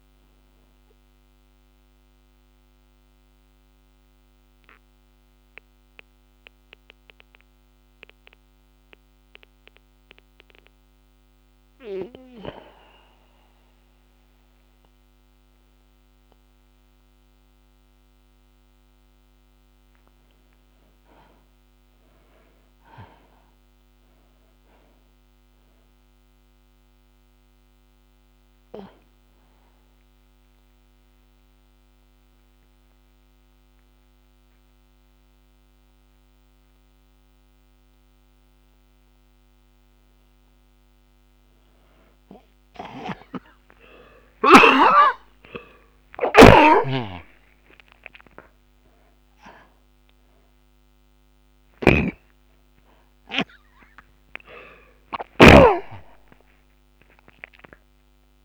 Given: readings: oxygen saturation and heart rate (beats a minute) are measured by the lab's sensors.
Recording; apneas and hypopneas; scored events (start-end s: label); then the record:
breathing in sleep by a microphone on the trachea; 2
0.00-16.00 s: oxygen desaturation (device-marked, oxygen 78% lowest)
3.00-20.00 s: mixed apnea (oxygen 98% before, 75% lowest)
21.00-24.50 s: arousal
28.50-38.50 s: obstructive apnea (oxygen 96% before, 75% lowest)
29.00-42.00 s: oxygen desaturation (device-marked, oxygen 96% before, 79% lowest)
43.50-48.00 s: arousal
47.00-56.00 s: snoring (device-marked)
54.00-58.45 s: oxygen desaturation (device-marked, oxygen 92% before, 75% lowest)
From the record:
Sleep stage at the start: N2 (light sleep); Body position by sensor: on the back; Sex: male